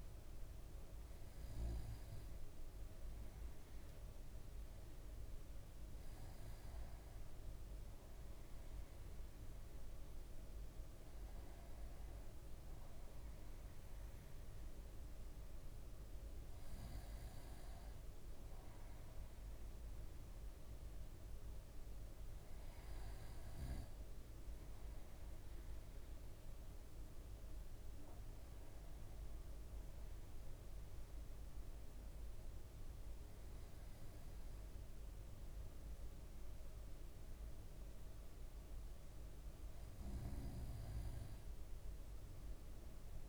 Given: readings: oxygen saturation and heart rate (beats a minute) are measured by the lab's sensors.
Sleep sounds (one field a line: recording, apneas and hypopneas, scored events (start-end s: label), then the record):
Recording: breathing in sleep, hard to hear, by a room microphone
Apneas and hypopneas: none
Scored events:
none scored
From the record:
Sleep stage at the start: N2 (light sleep)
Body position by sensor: on the right side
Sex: male